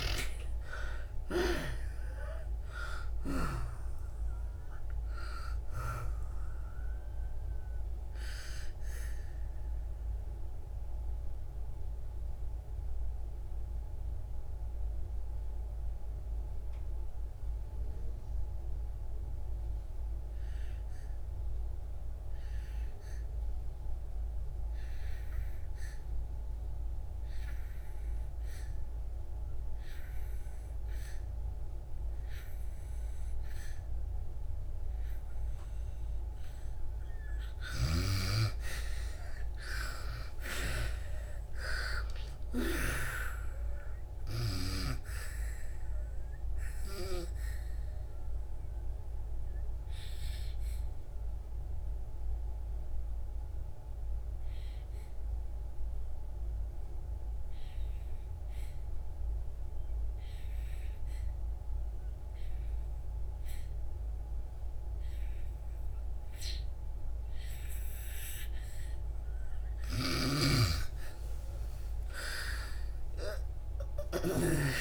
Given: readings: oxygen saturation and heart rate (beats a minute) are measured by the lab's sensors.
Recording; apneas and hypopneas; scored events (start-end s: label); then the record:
breathing in sleep by a room microphone; 2
0.00-31.50 s: oxygen desaturation (device-marked, oxygen 76% lowest, heart rate 59 extreme)
9.00-37.00 s: obstructive apnea (oxygen 98% before, 76% lowest, heart rate 85 before, 58 extreme, up 33 after)
33.50-69.50 s: oxygen desaturation (device-marked, oxygen 98% before, 76% lowest, heart rate 64 before, 57 extreme)
38.50-42.50 s: arousal
46.00-69.50 s: obstructive apnea (oxygen 98% before, 76% lowest, heart rate 76 before, 57 extreme, up 29 after)
70.00-74.50 s: snoring (device-marked)
71.50-74.81 s: arousal
71.50-74.81 s: oxygen desaturation (device-marked, oxygen 97% before, 81% lowest, heart rate 63 before, 57 extreme)
From the record:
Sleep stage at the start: N2 (light sleep); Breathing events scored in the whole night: 596 in 6.8 hours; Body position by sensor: on the back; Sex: female